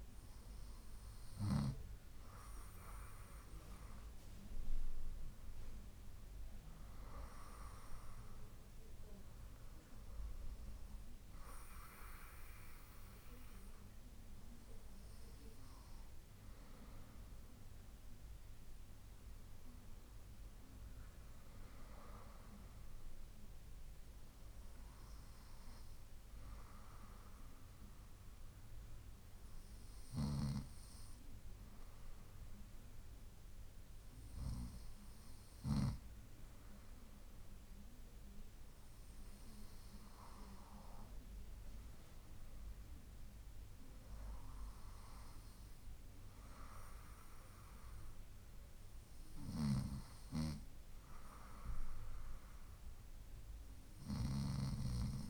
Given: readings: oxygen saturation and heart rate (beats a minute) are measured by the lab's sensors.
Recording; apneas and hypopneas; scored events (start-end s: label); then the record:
breathing in sleep by a room microphone; none
16.00-20.00 s: arousal
From the record:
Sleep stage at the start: N2 (light sleep); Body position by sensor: on the right side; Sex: female